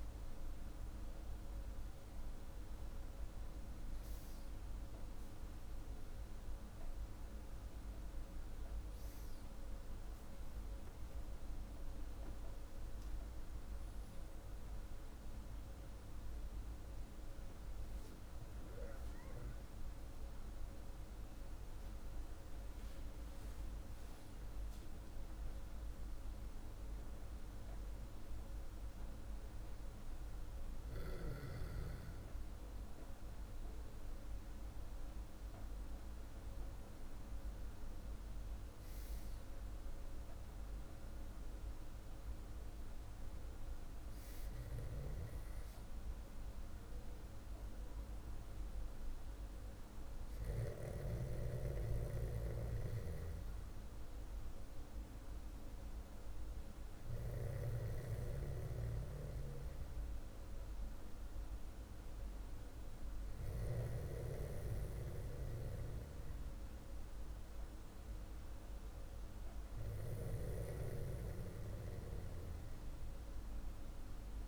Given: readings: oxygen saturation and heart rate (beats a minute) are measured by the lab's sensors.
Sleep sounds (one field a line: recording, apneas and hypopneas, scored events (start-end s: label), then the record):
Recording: breathing in sleep by a room microphone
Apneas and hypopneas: none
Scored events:
0.00-5.00 s: arousal
14.00-44.00 s: new sleep stage, N1 (lightest sleep)
44.00-74.00 s: new sleep stage, N2 (light sleep)
74.00-74.48 s: new sleep stage, awake
From the record:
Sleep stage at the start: N2 (light sleep)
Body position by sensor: on the back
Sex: male